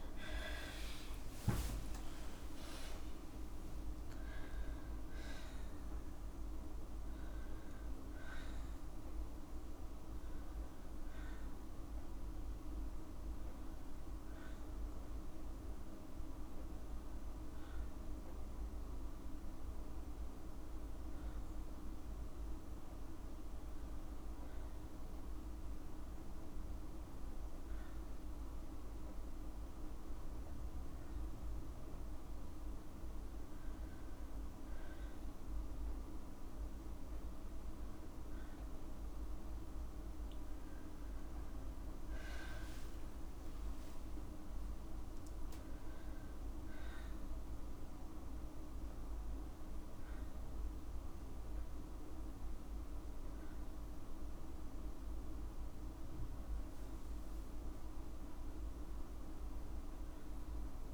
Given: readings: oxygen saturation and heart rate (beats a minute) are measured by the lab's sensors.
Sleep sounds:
breathing in sleep, hard to hear, by a room microphone; none
0.00-2.00 s: long interval between heartbeats (device-marked, heart rate 60 before, 103 extreme)
2.00-4.00 s: long interval between heartbeats (device-marked, heart rate 65 before, 96 extreme)
15.50-17.50 s: long interval between heartbeats (device-marked, heart rate 74 before, 39 extreme)
29.50-40.50 s: oxygen desaturation (device-marked, oxygen 97% before, 94% lowest, heart rate 33 before, 55 extreme)
42.50-47.00 s: arousal
43.00-45.00 s: long interval between heartbeats (device-marked, heart rate 44 before, 63 extreme)
43.50-46.50 s: tachycardia (device-marked, heart rate 56 before, 97 extreme)
45.50-47.50 s: long interval between heartbeats (device-marked, heart rate 53 before, 97 extreme)
49.00-51.00 s: long interval between heartbeats (device-marked, heart rate 65 before, 100 extreme)
59.50-60.94 s: long interval between heartbeats (device-marked, heart rate 75 before, 65 extreme)
From the record:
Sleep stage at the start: N2 (light sleep); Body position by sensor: on the back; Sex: female

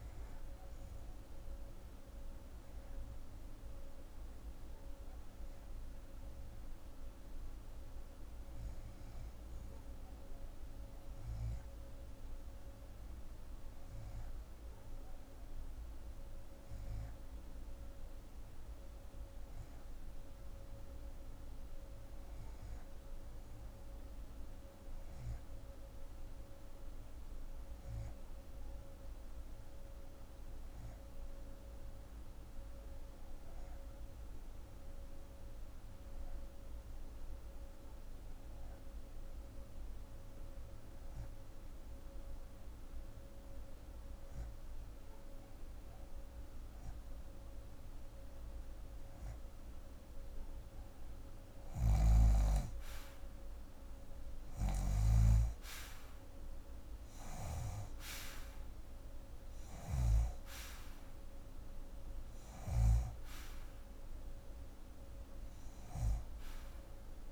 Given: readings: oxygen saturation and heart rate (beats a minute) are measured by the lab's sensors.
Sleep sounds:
breathing in sleep by a room microphone; 1
0.00-10.50 s: oxygen desaturation (device-marked, oxygen 82% lowest, heart rate 88 extreme)
4.00-50.50 s: hypopnea (oxygen 91% before, 74% lowest)
6.50-67.32 s: new sleep stage, REM sleep
20.50-67.32 s: oxygen desaturation (device-marked, oxygen 89% before, 74% lowest)
52.00-56.50 s: arousal
From the record:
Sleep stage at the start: N2 (light sleep); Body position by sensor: on the left side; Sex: female

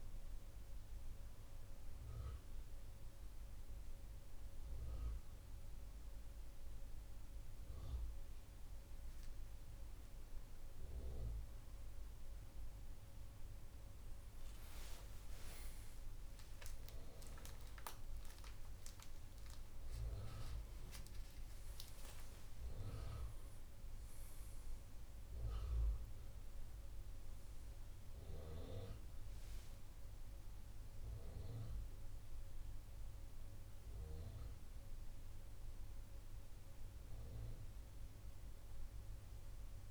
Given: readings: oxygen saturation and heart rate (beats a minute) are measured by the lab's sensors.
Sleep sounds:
breathing in sleep by a room microphone; 1
1.50-11.50 s: central apnea (oxygen 98% before, 95% lowest, heart rate 73 before, 65 extreme, up 10 after)
1.50-39.91 s: new sleep stage, N2 (light sleep)
12.50-16.00 s: arousal
From the record:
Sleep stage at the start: N1 (lightest sleep); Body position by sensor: on the right side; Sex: male

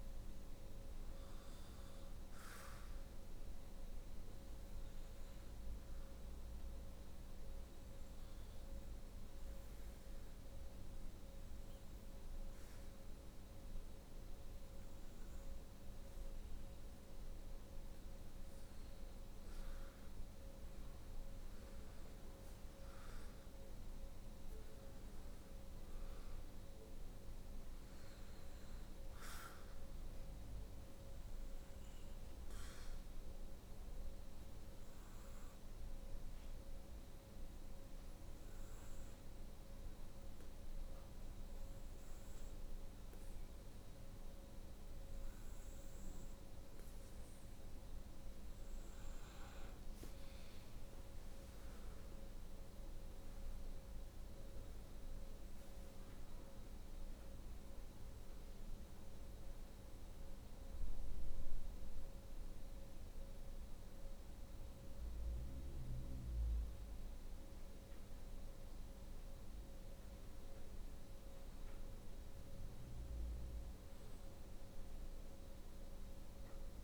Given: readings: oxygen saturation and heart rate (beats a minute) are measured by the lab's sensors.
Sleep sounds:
breathing in sleep, hard to hear, by a room microphone; 2
0.00-8.50 s: oxygen desaturation (device-marked, oxygen 87% lowest, heart rate 67 extreme)
5.00-18.00 s: hypopnea (oxygen 92% before, 86% lowest, heart rate 68 before, 65 extreme, up 2 after)
20.00-24.50 s: arousal
24.50-44.50 s: oxygen desaturation (device-marked, oxygen 92% before, 87% lowest, heart rate 68 before, 63 extreme)
31.50-45.00 s: hypopnea (oxygen 92% before, 86% lowest, heart rate 68 before, 63 extreme, up 4 after)
49.50-54.50 s: arousal
52.50-76.84 s: oxygen desaturation (device-marked, oxygen 92% before, 86% lowest, heart rate 67 before, 62 extreme)
73.50-76.84 s: arousal
From the record:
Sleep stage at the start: N2 (light sleep); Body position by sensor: on the right side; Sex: female

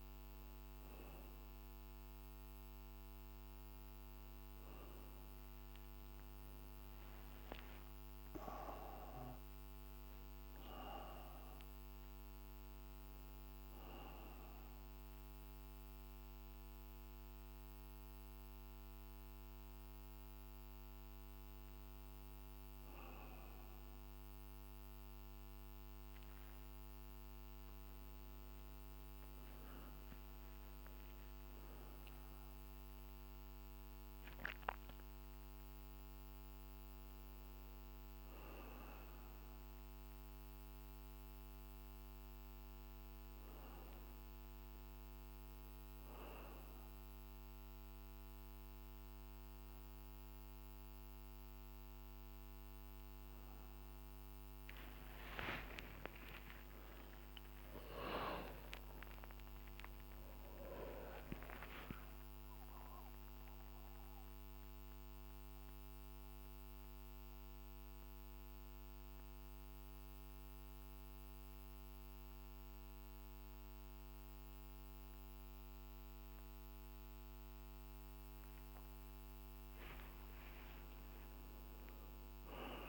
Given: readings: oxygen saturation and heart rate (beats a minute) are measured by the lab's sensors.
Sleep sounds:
a person partly awake in a sleep study, by a microphone on the trachea; 1
39.50-82.89 s: new sleep stage, N1 (lightest sleep)
55.00-60.00 s: arousal
62.50-78.50 s: central apnea (oxygen 96% before, 96% lowest, heart rate 55 before, 49 extreme, up 2 after)
80.00-82.89 s: arousal
From the record:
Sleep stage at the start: awake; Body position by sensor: on the back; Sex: male

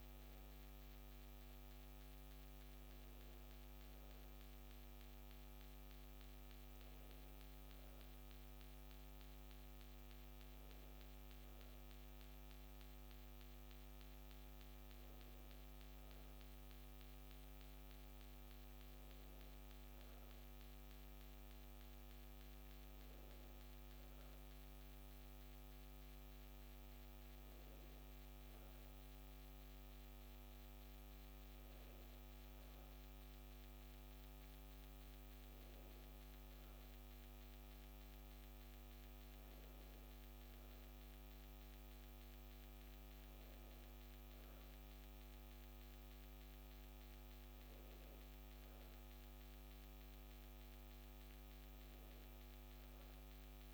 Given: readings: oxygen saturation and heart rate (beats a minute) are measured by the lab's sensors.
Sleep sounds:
breathing in sleep, hard to hear, by a microphone on the trachea; none
none scored
From the record:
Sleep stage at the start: N2 (light sleep); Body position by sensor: on the back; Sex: female

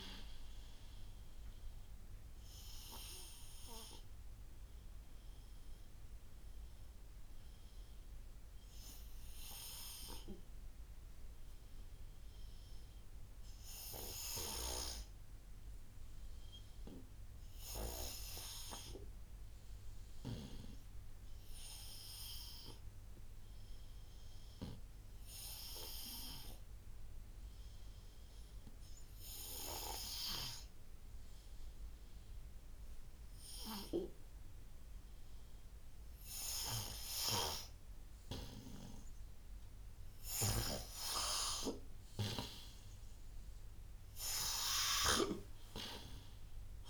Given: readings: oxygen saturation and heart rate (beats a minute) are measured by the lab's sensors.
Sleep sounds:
breathing in sleep by a room microphone; 1
0.00-19.00 s: oxygen desaturation (device-marked, oxygen 80% lowest, heart rate 60 extreme)
2.00-40.50 s: obstructive apnea (oxygen 88% before, 80% lowest, heart rate 72 before, 60 extreme, up 29 after)
26.00-46.90 s: oxygen desaturation (device-marked, oxygen 96% before, 82% lowest, heart rate 72 before, 57 extreme)
33.50-40.50 s: snoring (device-marked)
44.00-46.90 s: arousal
From the record:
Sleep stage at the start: N2 (light sleep); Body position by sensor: on the right side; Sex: male

